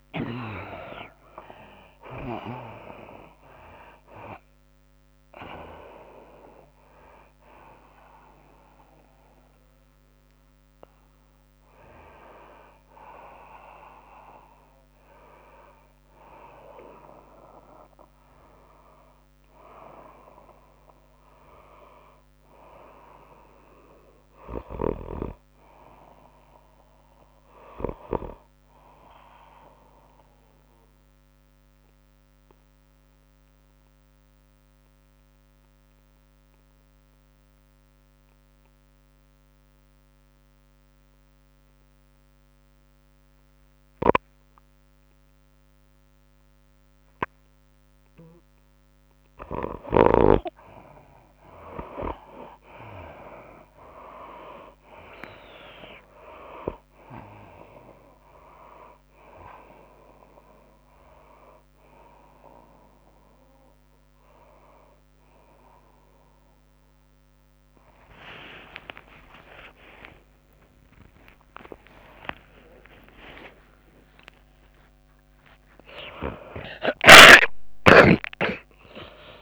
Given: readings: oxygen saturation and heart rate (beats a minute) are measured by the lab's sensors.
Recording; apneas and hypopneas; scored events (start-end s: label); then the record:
breathing in sleep by a microphone on the trachea; 1
0.00-2.50 s: arousal
0.00-19.00 s: oxygen desaturation (device-marked, oxygen 71% lowest, heart rate 96 extreme)
0.00-38.00 s: tachycardia (device-marked, heart rate 109 extreme)
1.00-15.00 s: drop in pulse transit time (device-marked, heart rate 97 before, 100 extreme)
24.50-28.50 s: arousal
33.00-49.00 s: obstructive apnea (oxygen 98% before, 80% lowest, heart rate 106 before, 98 extreme, up 4 after)
44.00-71.00 s: oxygen desaturation (device-marked, oxygen 95% before, 80% lowest, heart rate 103 before, 98 extreme)
51.00-79.42 s: tachycardia (device-marked, heart rate 103 before, 180 extreme)
54.00-66.00 s: drop in pulse transit time (device-marked, heart rate 100 before, 101 extreme)
65.00-79.42 s: new sleep stage, awake
69.50-71.50 s: long interval between heartbeats (device-marked, heart rate 104 before, 115 extreme)
74.00-76.00 s: long interval between heartbeats (device-marked, heart rate 111 before, 159 extreme)
From the record:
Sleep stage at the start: N2 (light sleep); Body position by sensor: on the right side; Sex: female